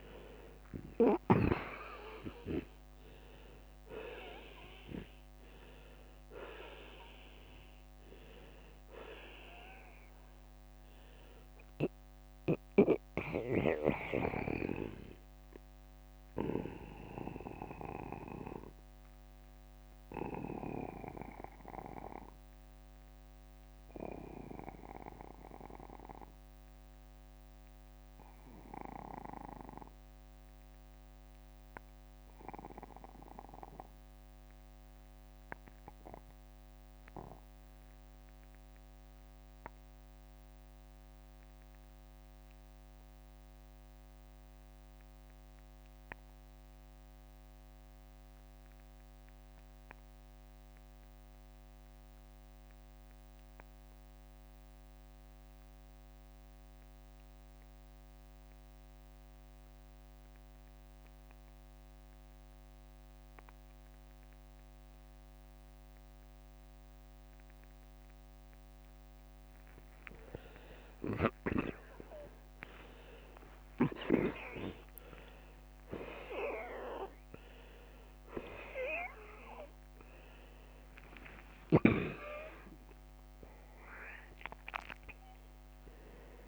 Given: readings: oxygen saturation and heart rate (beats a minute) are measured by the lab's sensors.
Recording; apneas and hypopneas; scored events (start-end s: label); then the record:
breathing in sleep by a microphone on the trachea; 1
0.00-2.00 s: long interval between heartbeats (device-marked, heart rate 53 before, 56 extreme)
1.00-7.00 s: arousal
6.50-39.50 s: oxygen desaturation (device-marked, oxygen 93% before, 84% lowest, heart rate 54 before, 43 extreme)
21.50-69.50 s: obstructive apnea (oxygen 93% before, 70% lowest, heart rate 58 before, 43 extreme, up 47 after)
53.50-86.48 s: oxygen desaturation (device-marked, oxygen 96% before, 70% lowest, heart rate 50 before, 43 extreme)
54.00-56.00 s: long interval between heartbeats (device-marked, heart rate 50 before, 58 extreme)
73.50-75.50 s: long interval between heartbeats (device-marked, heart rate 57 before, 95 extreme)
73.50-80.50 s: arousal
80.50-82.50 s: long interval between heartbeats (device-marked, heart rate 71 before, 86 extreme)
81.50-83.50 s: tachycardia (device-marked, heart rate 58 before, 93 extreme)
From the record:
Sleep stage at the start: N2 (light sleep); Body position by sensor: on the back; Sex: male